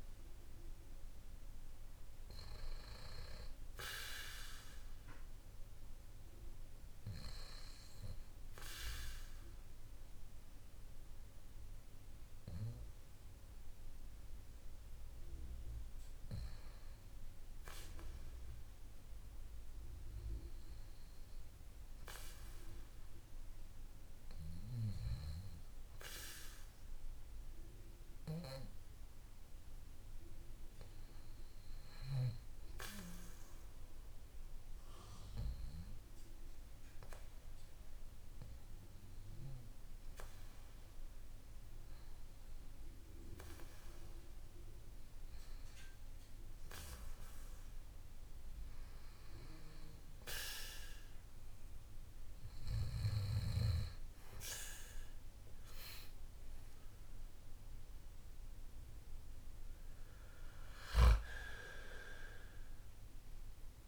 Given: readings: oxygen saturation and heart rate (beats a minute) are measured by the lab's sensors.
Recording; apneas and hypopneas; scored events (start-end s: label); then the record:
breathing in sleep by a room microphone; 1
6.50-44.00 s: hypopnea (oxygen 96% before, 92% lowest, heart rate 54 before, 48 extreme, up 4 after)
48.50-53.50 s: arousal
From the record:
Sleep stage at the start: N2 (light sleep); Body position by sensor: on the back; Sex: male